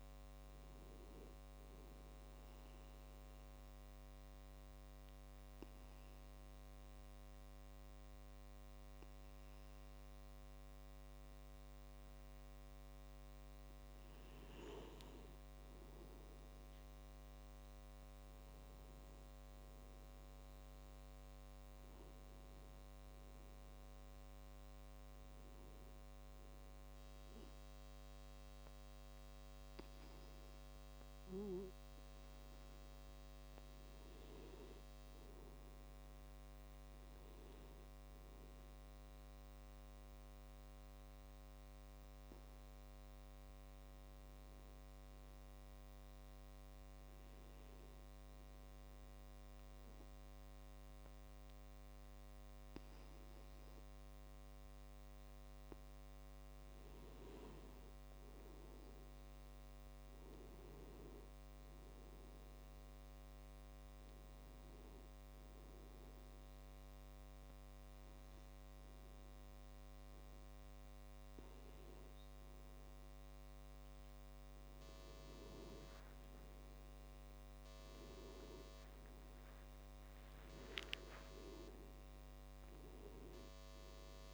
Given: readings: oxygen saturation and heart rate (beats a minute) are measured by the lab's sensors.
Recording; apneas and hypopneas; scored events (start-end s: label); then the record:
breathing in sleep by a microphone on the trachea; 2
3.00-14.00 s: obstructive apnea (oxygen 96% before, 92% lowest)
18.00-21.50 s: arousal
23.00-37.00 s: oxygen desaturation (device-marked, oxygen 96% before, 93% lowest)
43.00-46.00 s: arousal
48.00-58.00 s: obstructive apnea (oxygen 96% before, 92% lowest)
57.00-67.00 s: tachycardia (device-marked, heart rate 58 before, 205 extreme)
62.00-79.00 s: oxygen desaturation (device-marked, oxygen 95% before, 92% lowest)
68.00-84.33 s: new sleep stage, awake
From the record:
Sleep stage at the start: N2 (light sleep); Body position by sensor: on the back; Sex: male